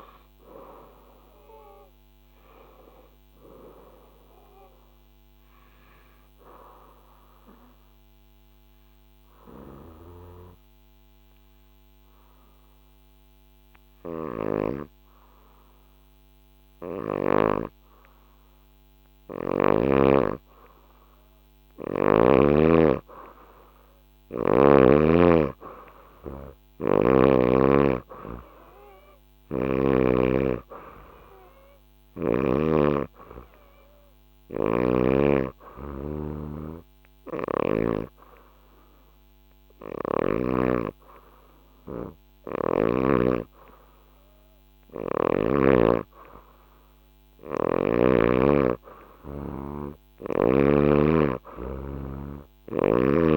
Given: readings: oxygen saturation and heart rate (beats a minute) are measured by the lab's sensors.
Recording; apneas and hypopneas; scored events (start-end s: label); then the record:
breathing in sleep by a microphone on the trachea; 2
5.50-19.00 s: obstructive apnea (oxygen 98% before, 92% lowest, heart rate 68 before, 61 extreme, up 9 after)
13.50-17.00 s: snoring (device-marked)
22.00-25.50 s: arousal
22.00-42.00 s: oxygen desaturation (device-marked, oxygen 97% before, 92% lowest, heart rate 64 before, 67 extreme)
33.00-45.50 s: obstructive apnea (oxygen 98% before, 92% lowest, heart rate 67 before, 65 extreme, up 2 after)
36.50-40.00 s: snoring (device-marked)
51.00-53.37 s: arousal
From the record:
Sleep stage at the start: N2 (light sleep); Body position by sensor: on the back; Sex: female